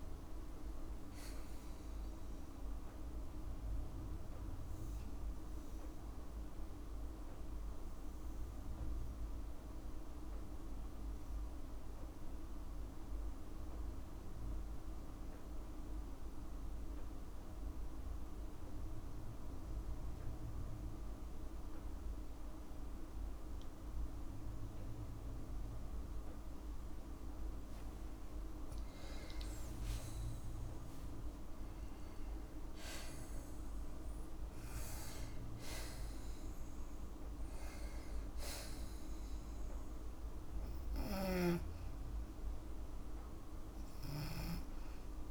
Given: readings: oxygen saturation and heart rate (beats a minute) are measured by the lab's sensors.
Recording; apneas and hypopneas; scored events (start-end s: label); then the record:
breathing in sleep, hard to hear, by a room microphone; 1
3.00-27.50 s: obstructive apnea (oxygen 98% before, 92% lowest, heart rate 58 before, 52 extreme, up 7 after)
12.50-27.50 s: oxygen desaturation (device-marked, oxygen 98% before, 93% lowest, heart rate 56 before, 52 extreme)
30.00-33.50 s: arousal
From the record:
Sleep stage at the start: N2 (light sleep); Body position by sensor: on the back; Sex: female